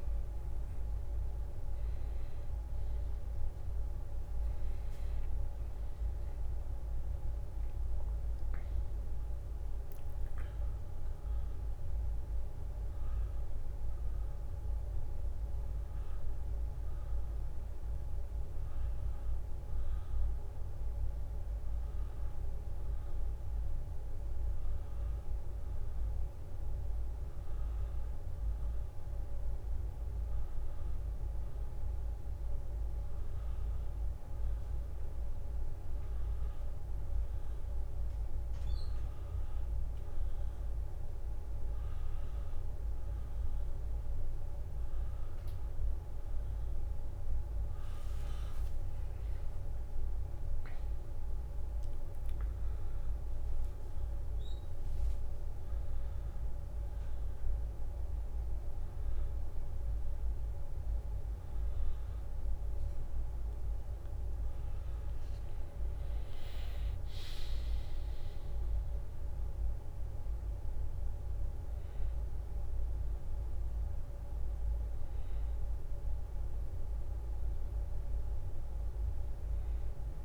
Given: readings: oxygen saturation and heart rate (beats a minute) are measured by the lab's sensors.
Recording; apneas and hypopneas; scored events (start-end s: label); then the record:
a person awake in a sleep study, hard to hear, by a room microphone; none
none scored
From the record:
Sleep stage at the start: awake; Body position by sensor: on the back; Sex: male